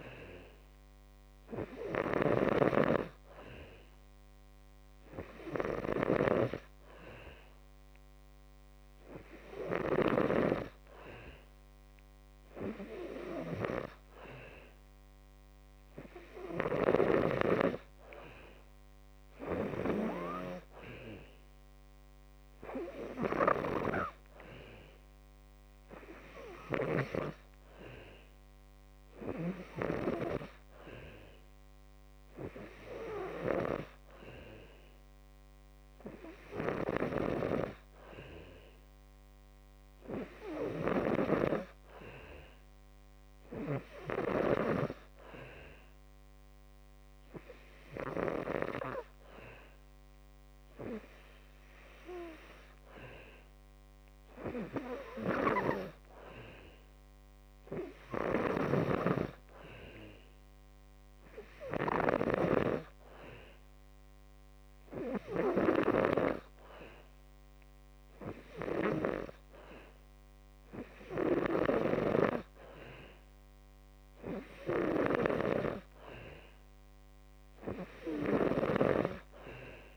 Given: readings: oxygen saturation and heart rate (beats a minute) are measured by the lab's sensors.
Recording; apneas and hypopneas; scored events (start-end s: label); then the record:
breathing in sleep by a microphone on the trachea; none
none scored
From the record:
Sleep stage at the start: N2 (light sleep); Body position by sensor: on the back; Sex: male